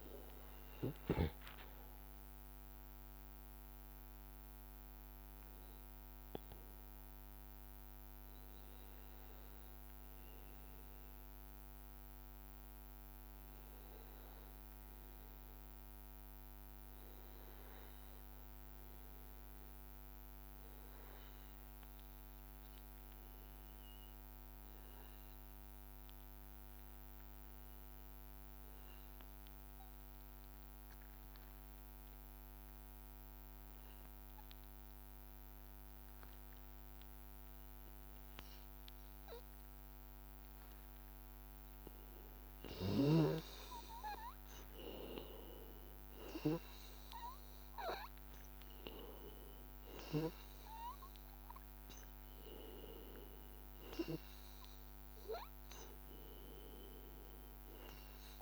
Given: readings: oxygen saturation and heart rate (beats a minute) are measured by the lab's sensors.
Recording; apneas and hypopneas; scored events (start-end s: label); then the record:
breathing in sleep by a microphone on the trachea; 1
0.00-7.00 s: oxygen desaturation (device-marked, oxygen 89% lowest, heart rate 79 extreme)
6.00-43.00 s: obstructive apnea (oxygen 97% before, 92% lowest, heart rate 85 before, 79 extreme, up 2 after)
35.00-58.41 s: oxygen desaturation (device-marked, oxygen 98% before, 93% lowest, heart rate 81 before, 80 extreme)
45.50-51.00 s: arousal
From the record:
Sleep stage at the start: N2 (light sleep); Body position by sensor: on the back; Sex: male